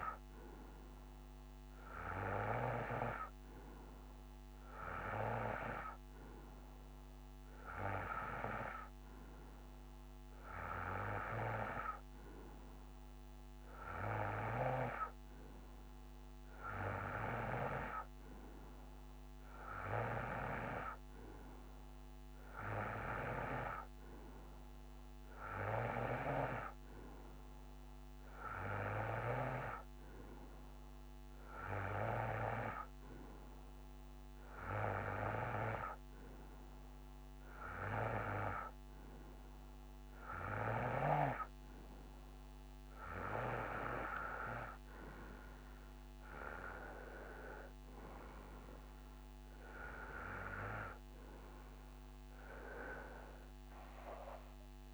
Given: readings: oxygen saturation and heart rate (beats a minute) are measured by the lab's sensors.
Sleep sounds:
breathing in sleep by a microphone on the trachea; none
none scored
From the record:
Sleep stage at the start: N2 (light sleep); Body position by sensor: on the right side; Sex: male

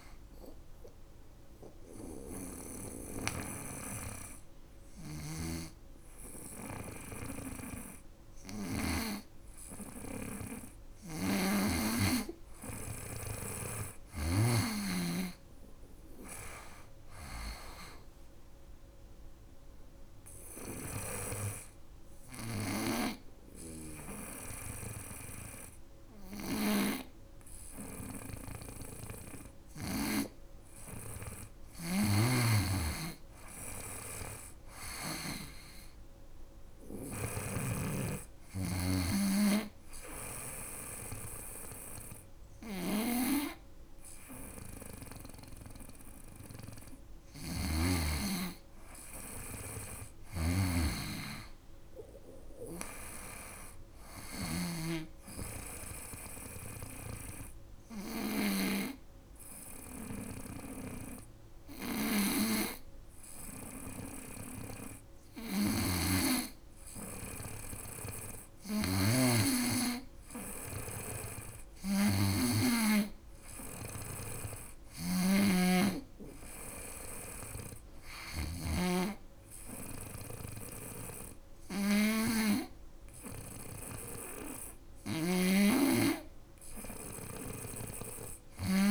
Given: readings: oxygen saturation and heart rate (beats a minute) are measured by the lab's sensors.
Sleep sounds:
breathing in sleep by a room microphone; 3
0.50-11.00 s: hypopnea (oxygen 98% before, 96% lowest, heart rate 80 before, 73 extreme, up 7 after)
1.00-8.00 s: snoring (device-marked)
10.00-13.50 s: snoring (device-marked)
14.50-18.00 s: arousal
19.50-29.00 s: snoring (device-marked)
20.00-30.50 s: obstructive apnea (oxygen 98% before, 96% lowest, heart rate 78 before, 73 extreme, up 8 after)
31.00-34.50 s: snoring (device-marked)
32.50-36.00 s: arousal
36.50-47.00 s: snoring (device-marked)
49.00-53.50 s: snoring (device-marked)
56.50-67.00 s: hypopnea (oxygen 98% before, 96% lowest, heart rate 79 before, 74 extreme, up 5 after)
64.50-84.50 s: snoring (device-marked)
69.50-73.50 s: arousal
86.50-88.91 s: snoring (device-marked)
From the record:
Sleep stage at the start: N2 (light sleep); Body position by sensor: on the right side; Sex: female

